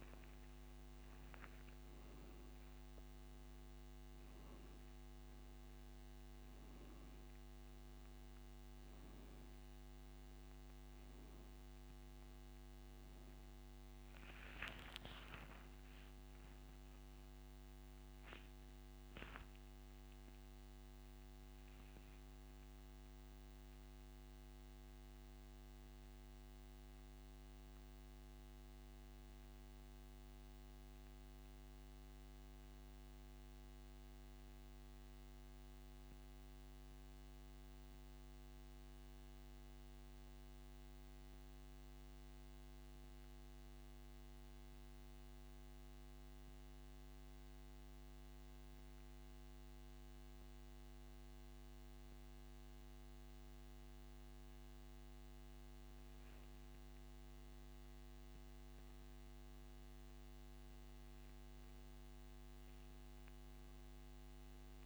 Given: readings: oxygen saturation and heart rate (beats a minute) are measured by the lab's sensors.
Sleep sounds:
a person partly awake in a sleep study, hard to hear, by a microphone on the trachea; 1
24.50-53.50 s: oxygen desaturation (device-marked, oxygen 96% before, 89% lowest)
26.50-64.86 s: new sleep stage, N1 (lightest sleep)
29.00-55.00 s: mixed apnea (oxygen 97% before, 89% lowest)
57.00-61.50 s: arousal
From the record:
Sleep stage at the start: awake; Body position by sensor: on the back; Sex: male

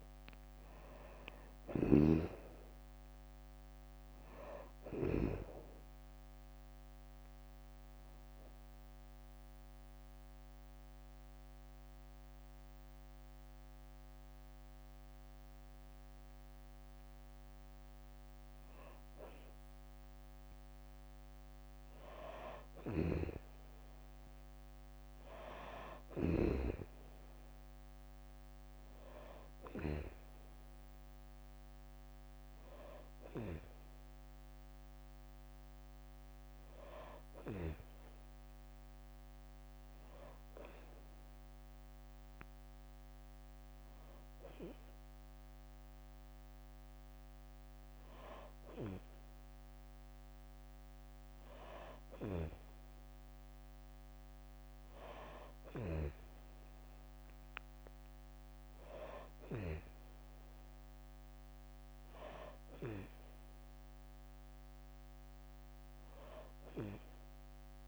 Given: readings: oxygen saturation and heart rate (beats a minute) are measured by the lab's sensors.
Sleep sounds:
breathing in sleep by a microphone on the trachea; 1
0.00-1.00 s: arousal
0.00-1.00 s: long interval between heartbeats (device-marked, heart rate 79 extreme)
1.00-5.00 s: snoring (device-marked)
2.00-18.00 s: oxygen desaturation (device-marked, oxygen 97% before, 93% lowest, heart rate 68 before, 65 extreme)
9.00-19.00 s: obstructive apnea (oxygen 97% before, 93% lowest, heart rate 71 before, 65 extreme)
19.00-31.00 s: tachycardia (device-marked, heart rate 81 before, 215 extreme)
21.00-24.00 s: arousal
22.50-26.00 s: snoring (device-marked)
23.50-25.50 s: long interval between heartbeats (device-marked, heart rate 72 before, 139 extreme)
24.00-41.00 s: drop in pulse transit time (device-marked, heart rate 74 before, 66 extreme)
27.00-29.00 s: long interval between heartbeats (device-marked, heart rate 89 before, 210 extreme)
29.50-31.50 s: long interval between heartbeats (device-marked, heart rate 103 before, 177 extreme)
30.00-44.00 s: oxygen desaturation (device-marked, oxygen 97% before, 93% lowest, heart rate 110 before, 65 extreme)
From the record:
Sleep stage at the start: N2 (light sleep); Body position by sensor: on the back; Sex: female

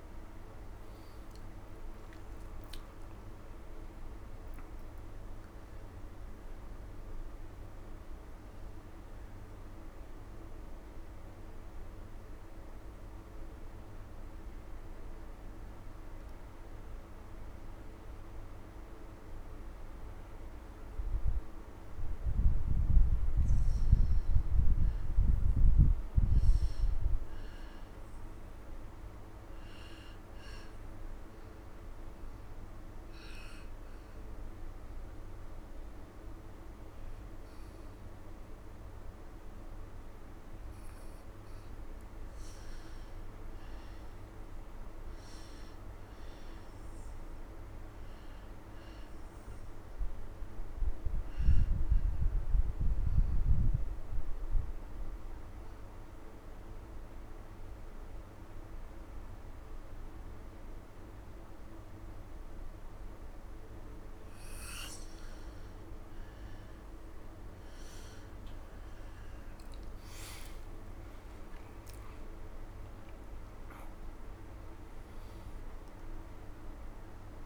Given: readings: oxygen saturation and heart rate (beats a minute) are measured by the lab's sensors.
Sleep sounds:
breathing in sleep, hard to hear, by a room microphone; 3
0.00-1.50 s: arousal
0.00-9.50 s: oxygen desaturation (device-marked, oxygen 90% lowest, heart rate 63 extreme)
11.50-22.00 s: obstructive apnea (oxygen 96% before, 89% lowest, heart rate 73 before, 65 extreme, up 11 after)
24.00-27.50 s: arousal
27.50-40.50 s: oxygen desaturation (device-marked, oxygen 94% before, 90% lowest, heart rate 68 before, 56 extreme)
32.00-42.00 s: obstructive apnea (oxygen 96% before, 89% lowest, heart rate 68 before, 56 extreme, up 9 after)
43.50-47.00 s: arousal
47.50-61.50 s: oxygen desaturation (device-marked, oxygen 95% before, 89% lowest, heart rate 70 before, 56 extreme)
54.00-65.00 s: obstructive apnea (oxygen 95% before, 89% lowest)
63.50-77.45 s: new sleep stage, N1 (lightest sleep)
67.50-72.50 s: arousal
70.50-77.45 s: oxygen desaturation (device-marked, oxygen 97% before, 90% lowest)
From the record:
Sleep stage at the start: N2 (light sleep); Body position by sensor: on the back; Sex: male

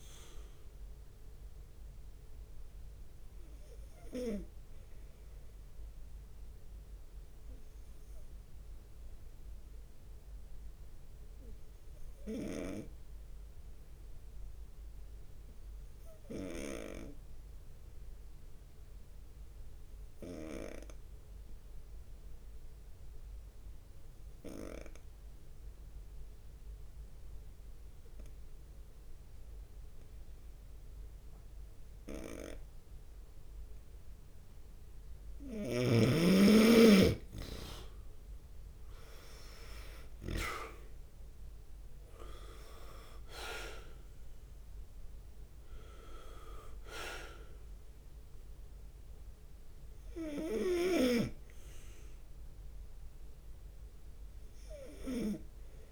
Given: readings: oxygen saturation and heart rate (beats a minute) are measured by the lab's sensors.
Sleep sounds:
breathing in sleep by a room microphone; 1
0.00-1.50 s: drop in pulse transit time (device-marked, heart rate 67 extreme)
0.00-15.50 s: oxygen desaturation (device-marked, oxygen 90% lowest, heart rate 63 extreme)
4.50-35.00 s: obstructive apnea (oxygen 97% before, 90% lowest, heart rate 68 before, 63 extreme, up 4 after)
6.50-8.50 s: long interval between heartbeats (device-marked, heart rate 68 before, 74 extreme)
27.00-28.50 s: leg movement (device-marked)
34.50-55.92 s: oxygen desaturation (device-marked, oxygen 98% before, 91% lowest, heart rate 66 before, 63 extreme)
35.00-38.50 s: leg movement (device-marked)
36.50-52.50 s: drop in pulse transit time (device-marked, heart rate 66 before, 66 extreme)
38.00-42.50 s: arousal
43.00-44.50 s: leg movement (device-marked)
51.50-55.92 s: snoring (device-marked)
From the record:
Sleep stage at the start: N2 (light sleep); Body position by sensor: on the right side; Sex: male

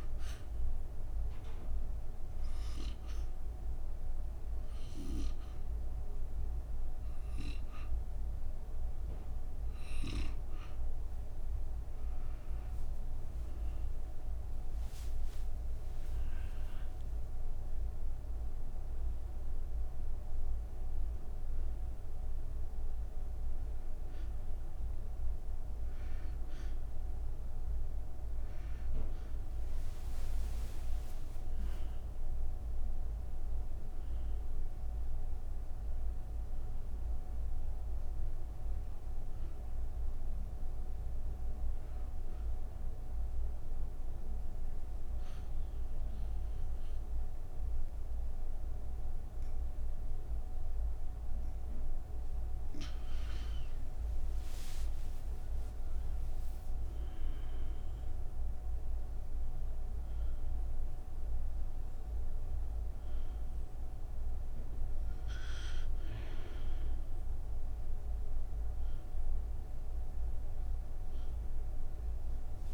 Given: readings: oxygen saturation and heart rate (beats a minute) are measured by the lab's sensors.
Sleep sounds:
breathing in sleep, hard to hear, by a room microphone; 2
2.00-13.00 s: hypopnea (oxygen 94% before, 93% lowest, heart rate 59 before, 44 extreme, up 12 after)
43.50-53.50 s: obstructive apnea (oxygen 94% before, 92% lowest, heart rate 64 before, 47 extreme, up 0 after)
From the record:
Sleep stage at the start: N2 (light sleep); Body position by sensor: on the back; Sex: female

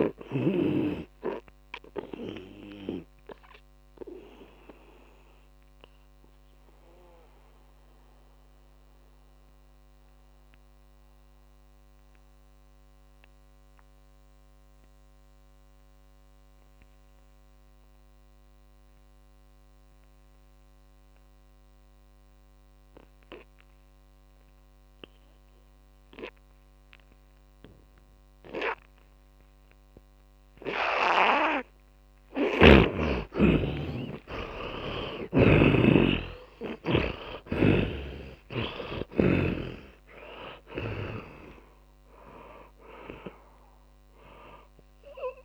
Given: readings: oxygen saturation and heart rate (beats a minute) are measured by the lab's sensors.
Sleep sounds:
breathing in sleep by a microphone on the trachea; 1
0.00-21.50 s: oxygen desaturation (device-marked, oxygen 80% lowest, heart rate 29 extreme)
4.50-31.50 s: mixed apnea (oxygen 100% before, 79% lowest, heart rate 62 before, 29 extreme, up 14 after)
32.50-36.00 s: snoring (device-marked)
33.50-37.50 s: arousal
36.50-45.45 s: oxygen desaturation (device-marked, oxygen 100% before, 79% lowest)
From the record:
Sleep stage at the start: N2 (light sleep); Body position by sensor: on the back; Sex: male

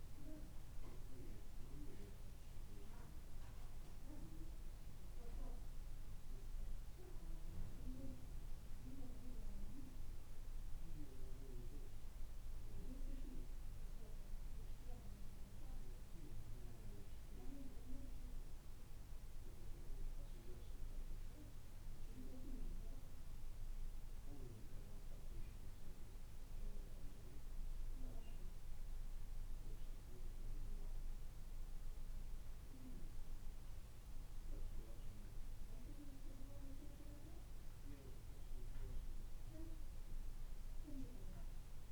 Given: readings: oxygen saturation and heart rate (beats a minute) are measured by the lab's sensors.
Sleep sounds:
a person awake in a sleep study, by a room microphone; none
none scored
From the record:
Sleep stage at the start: awake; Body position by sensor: on the right side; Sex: male

